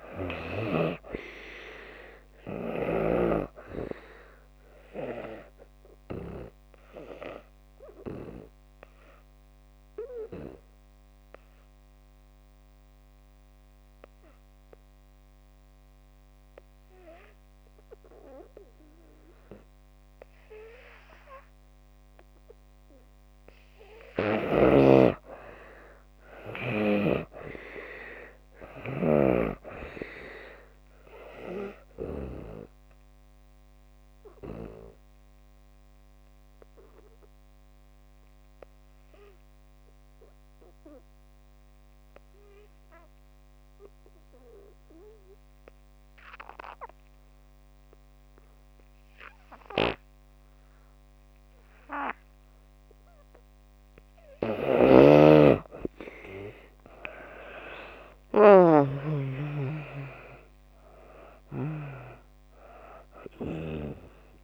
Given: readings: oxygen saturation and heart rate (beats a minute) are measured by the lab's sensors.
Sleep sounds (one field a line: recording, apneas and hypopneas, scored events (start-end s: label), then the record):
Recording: breathing in sleep by a microphone on the trachea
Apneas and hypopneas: 2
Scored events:
0.00-1.00 s: arousal
0.00-22.50 s: oxygen desaturation (device-marked, oxygen 76% lowest)
4.50-21.50 s: obstructive apnea (oxygen 95% before, 74% lowest)
25.00-28.00 s: arousal
32.50-53.50 s: obstructive apnea (oxygen 95% before, 74% lowest)
34.50-51.50 s: oxygen desaturation (device-marked, oxygen 95% before, 78% lowest)
53.50-64.44 s: oxygen desaturation (device-marked, oxygen 93% before, 74% lowest)
54.50-59.00 s: snoring (device-marked)
55.50-59.00 s: arousal
From the record:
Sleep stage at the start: N2 (light sleep)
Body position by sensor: on the back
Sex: female